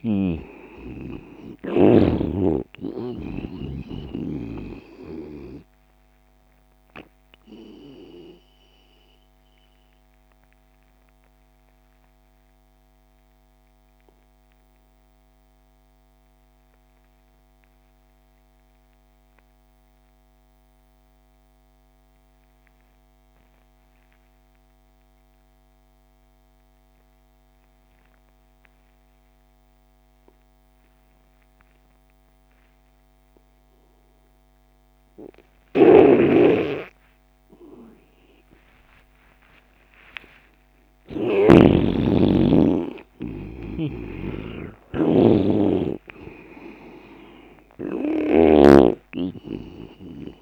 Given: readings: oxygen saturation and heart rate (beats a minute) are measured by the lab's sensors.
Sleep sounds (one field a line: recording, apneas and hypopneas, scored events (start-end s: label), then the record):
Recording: breathing in sleep by a microphone on the trachea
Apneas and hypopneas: 1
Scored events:
0.00-25.50 s: oxygen desaturation (device-marked, oxygen 85% lowest)
6.50-37.00 s: obstructive apnea (oxygen 98% before, 83% lowest)
35.50-41.50 s: snoring (device-marked)
39.00-43.50 s: arousal
40.50-50.42 s: oxygen desaturation (device-marked, oxygen 98% before, 83% lowest)
43.50-48.50 s: snoring (device-marked)
From the record:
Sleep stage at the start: N2 (light sleep)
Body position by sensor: on the left side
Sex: male